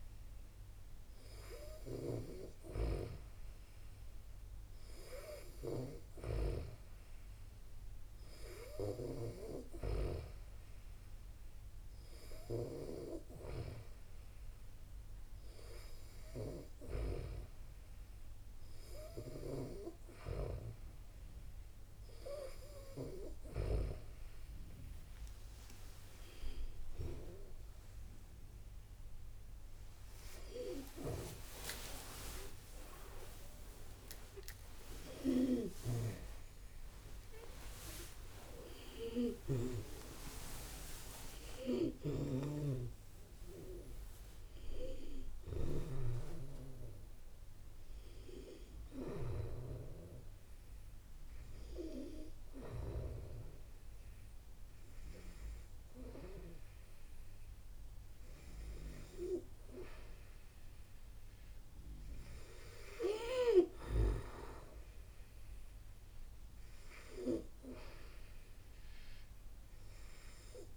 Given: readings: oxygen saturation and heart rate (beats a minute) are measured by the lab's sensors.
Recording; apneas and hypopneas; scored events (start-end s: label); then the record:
breathing in sleep by a room microphone; none
27.50-34.00 s: arousal
From the record:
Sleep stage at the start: N2 (light sleep); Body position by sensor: on the back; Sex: female